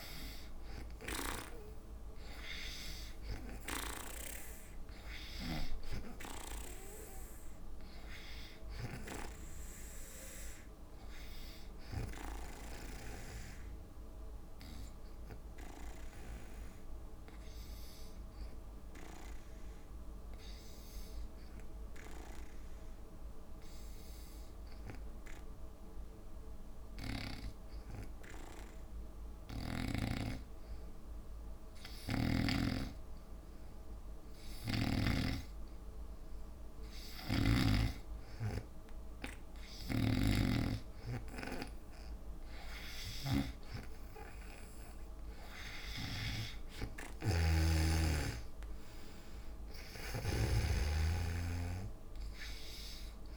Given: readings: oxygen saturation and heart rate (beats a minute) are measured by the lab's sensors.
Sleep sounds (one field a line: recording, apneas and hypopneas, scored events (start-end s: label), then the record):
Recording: breathing in sleep by a room microphone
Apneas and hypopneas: 1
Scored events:
0.00-20.00 s: oxygen desaturation (device-marked, oxygen 88% lowest, heart rate 56 extreme)
12.50-30.00 s: obstructive apnea (oxygen 97% before, 84% lowest, heart rate 64 before, 56 extreme, up 7 after)
34.00-53.36 s: oxygen desaturation (device-marked, oxygen 96% before, 87% lowest, heart rate 61 before, 55 extreme)
40.00-50.50 s: snoring (device-marked)
46.00-50.50 s: arousal
From the record:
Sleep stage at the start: N2 (light sleep)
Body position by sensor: on the back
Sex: female